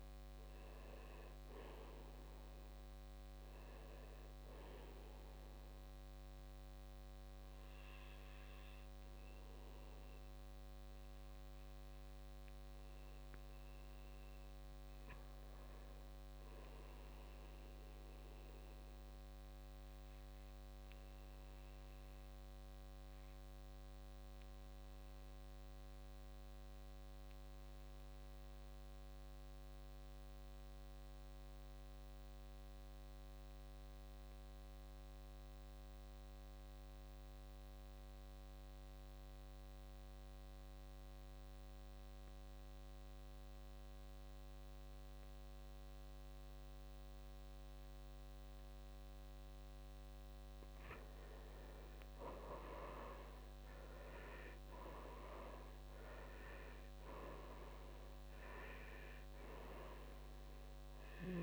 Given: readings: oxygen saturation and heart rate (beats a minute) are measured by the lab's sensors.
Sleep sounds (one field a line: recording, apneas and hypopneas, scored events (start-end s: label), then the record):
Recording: breathing in sleep by a microphone on the trachea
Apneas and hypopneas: 1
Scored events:
0.00-10.00 s: oxygen desaturation (device-marked, oxygen 80% lowest, heart rate 45 extreme)
12.00-14.00 s: long interval between heartbeats (device-marked, heart rate 64 before, 55 extreme)
14.50-18.50 s: arousal
21.00-49.50 s: obstructive apnea (oxygen 99% before, 79% lowest, heart rate 56 before, 51 extreme, up 10 after)
31.00-61.43 s: oxygen desaturation (device-marked, oxygen 98% before, 79% lowest, heart rate 51 before, 52 extreme)
51.50-56.00 s: arousal
From the record:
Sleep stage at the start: N2 (light sleep)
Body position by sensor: on the back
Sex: male